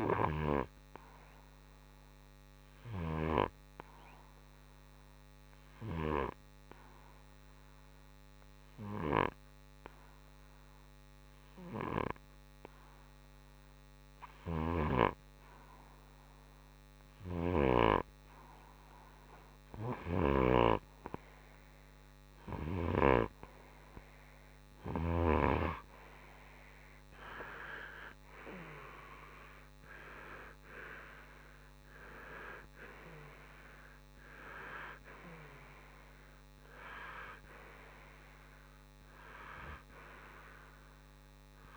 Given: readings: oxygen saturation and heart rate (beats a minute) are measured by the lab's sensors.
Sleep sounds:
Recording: breathing in sleep by a microphone on the trachea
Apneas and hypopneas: 1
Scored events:
3.50-18.00 s: hypopnea (oxygen 95% before, 92% lowest, heart rate 65 before, 61 extreme, up 4 after)
21.00-25.00 s: arousal
From the record:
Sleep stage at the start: N2 (light sleep)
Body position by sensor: on the right side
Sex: male

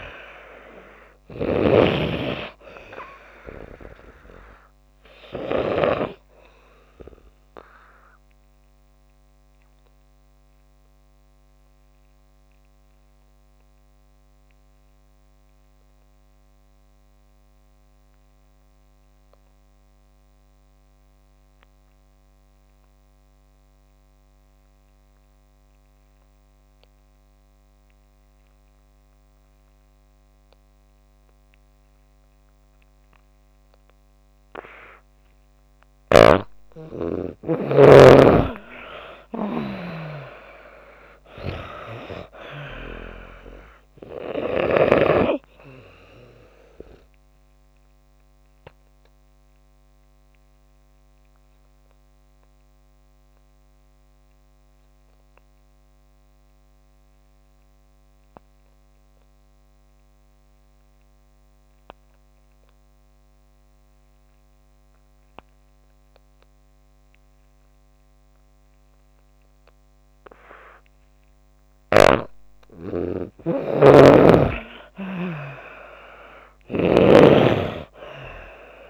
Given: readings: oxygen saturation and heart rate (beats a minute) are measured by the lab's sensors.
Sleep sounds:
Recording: breathing in sleep by a microphone on the trachea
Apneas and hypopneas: 2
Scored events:
0.00-27.50 s: oxygen desaturation (device-marked, oxygen 80% lowest)
7.00-36.50 s: obstructive apnea (oxygen 97% before, 80% lowest)
38.50-42.50 s: arousal
41.50-74.50 s: oxygen desaturation (device-marked, oxygen 96% before, 80% lowest)
47.00-71.50 s: obstructive apnea (oxygen 97% before, 80% lowest)
71.50-78.90 s: snoring (device-marked)
75.00-78.90 s: arousal
From the record:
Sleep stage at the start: N2 (light sleep)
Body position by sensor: on the back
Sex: female

